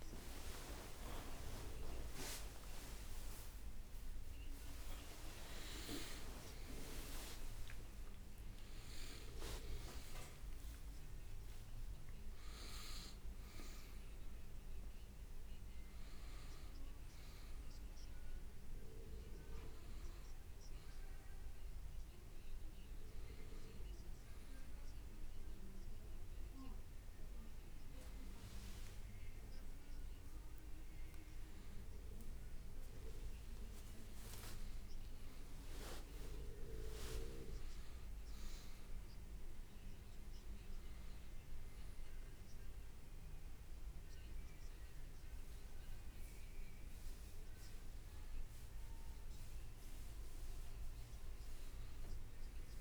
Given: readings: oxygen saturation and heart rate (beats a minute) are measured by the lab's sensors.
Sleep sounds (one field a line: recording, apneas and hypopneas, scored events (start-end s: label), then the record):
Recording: a person awake in a sleep study, by a room microphone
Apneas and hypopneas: none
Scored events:
5.50-35.50 s: new sleep stage, awake
28.50-30.00 s: leg movement (device-marked)
33.00-40.00 s: leg movement (device-marked)
35.50-52.81 s: new sleep stage, N1 (lightest sleep)
44.50-48.00 s: leg movement (device-marked)
From the record:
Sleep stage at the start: N1 (lightest sleep)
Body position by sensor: on the right side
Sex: male